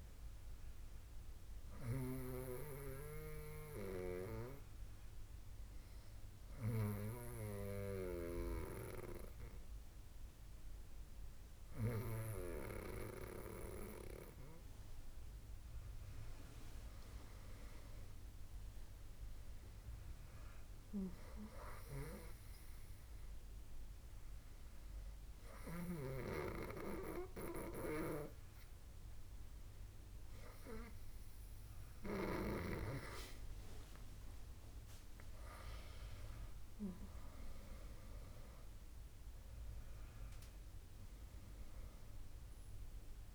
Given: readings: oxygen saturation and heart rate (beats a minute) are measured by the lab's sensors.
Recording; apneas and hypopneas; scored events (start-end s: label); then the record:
breathing in sleep by a room microphone; 1
2.50-16.50 s: hypopnea (oxygen 96% before, 94% lowest, heart rate 71 before, 69 extreme, up 7 after)
34.50-39.50 s: arousal
From the record:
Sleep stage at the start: N2 (light sleep); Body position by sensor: on the back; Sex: female